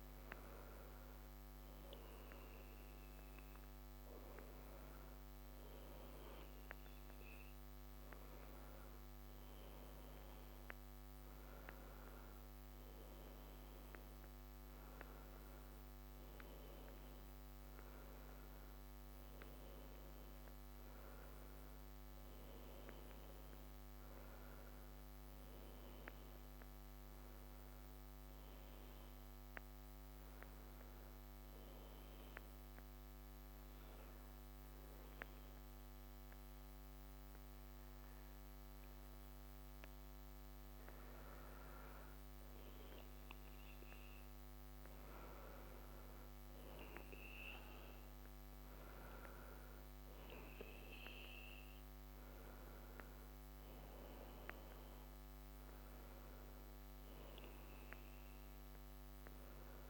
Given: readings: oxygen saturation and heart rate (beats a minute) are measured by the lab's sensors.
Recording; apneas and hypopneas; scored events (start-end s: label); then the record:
breathing in sleep, hard to hear, by a microphone on the trachea; 1
25.00-28.50 s: arousal
31.50-43.50 s: obstructive apnea (oxygen 94% before, 90% lowest)
47.50-53.00 s: arousal
51.50-59.90 s: oxygen desaturation (device-marked, oxygen 95% before, 91% lowest)
From the record:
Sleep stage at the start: N2 (light sleep); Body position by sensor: on the back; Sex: male